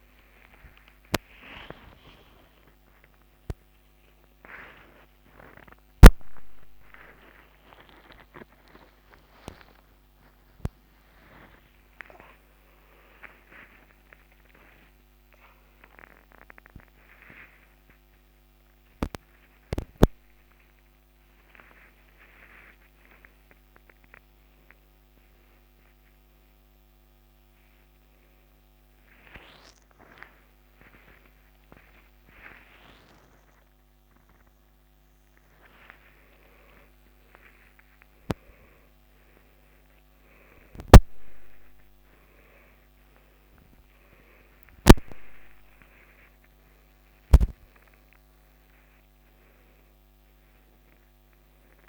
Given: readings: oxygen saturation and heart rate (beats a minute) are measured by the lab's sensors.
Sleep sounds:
a person awake in a sleep study, by a microphone on the trachea; none
none scored
From the record:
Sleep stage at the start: awake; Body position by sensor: upright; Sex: male

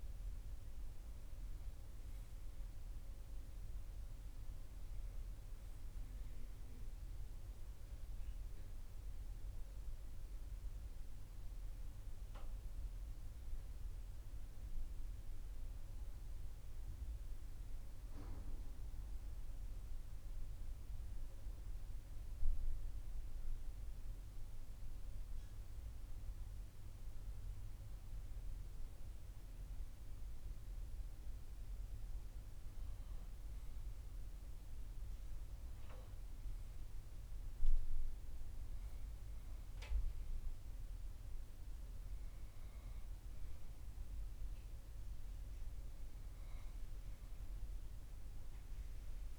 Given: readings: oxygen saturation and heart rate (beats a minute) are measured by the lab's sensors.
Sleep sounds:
breathing in sleep, hard to hear, by a room microphone; 1
12.00-27.50 s: hypopnea (oxygen 97% before, 94% lowest, heart rate 60 before, 55 extreme, up 0 after)
29.50-33.50 s: arousal
From the record:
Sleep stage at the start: N2 (light sleep); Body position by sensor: on the back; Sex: male

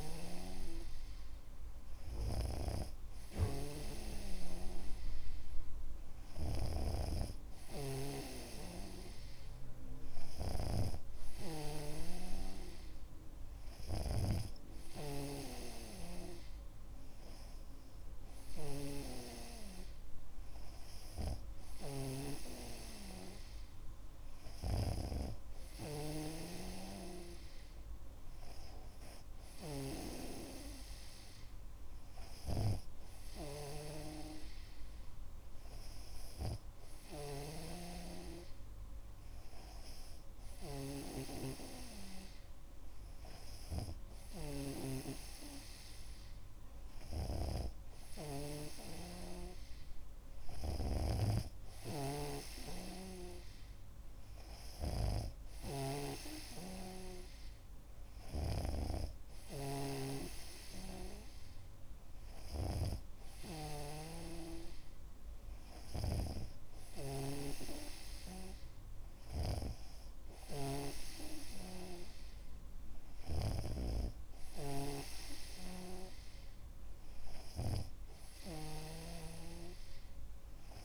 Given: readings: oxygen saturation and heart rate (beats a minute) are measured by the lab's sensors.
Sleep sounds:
breathing in sleep by a room microphone; none
0.00-45.50 s: snoring (device-marked)
47.50-74.00 s: snoring (device-marked)
76.00-80.85 s: snoring (device-marked)
From the record:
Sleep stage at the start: N2 (light sleep); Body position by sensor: on the back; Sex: male

